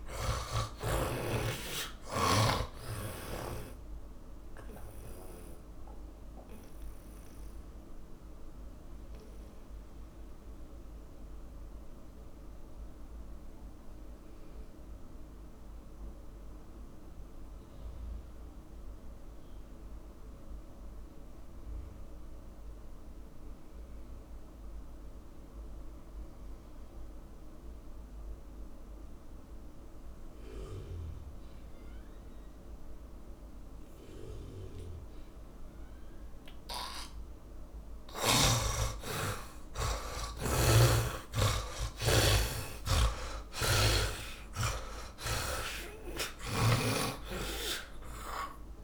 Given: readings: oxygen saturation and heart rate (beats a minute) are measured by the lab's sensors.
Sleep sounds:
breathing in sleep by a room microphone; 1
0.00-1.50 s: arousal
0.00-3.00 s: snoring (device-marked)
0.00-21.50 s: oxygen desaturation (device-marked, oxygen 83% lowest)
5.50-37.00 s: mixed apnea (oxygen 100% before, 80% lowest)
33.50-48.84 s: oxygen desaturation (device-marked, oxygen 100% before, 80% lowest)
39.50-43.50 s: arousal
43.50-47.00 s: snoring (device-marked)
From the record:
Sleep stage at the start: N2 (light sleep); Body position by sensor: on the back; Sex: male

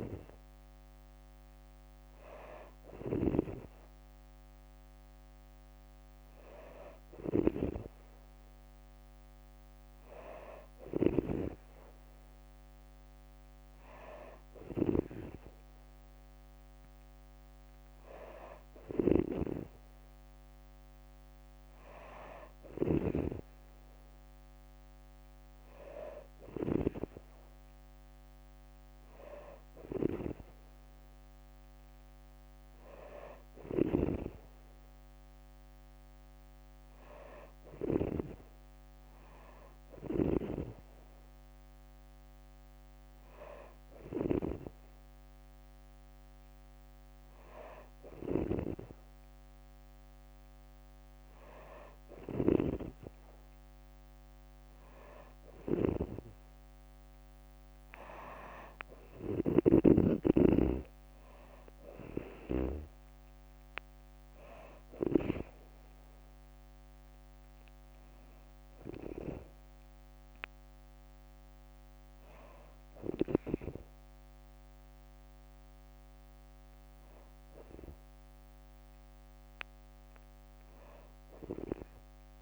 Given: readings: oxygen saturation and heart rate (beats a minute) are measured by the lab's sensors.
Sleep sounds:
breathing in sleep by a microphone on the trachea; none
0.00-26.50 s: snoring (device-marked)
33.00-37.50 s: snoring (device-marked)
39.50-59.00 s: snoring (device-marked)
56.50-60.00 s: arousal
58.50-71.50 s: drop in pulse transit time (device-marked, heart rate 65 before, 67 extreme)
From the record:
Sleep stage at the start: N2 (light sleep); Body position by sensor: on the back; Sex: female

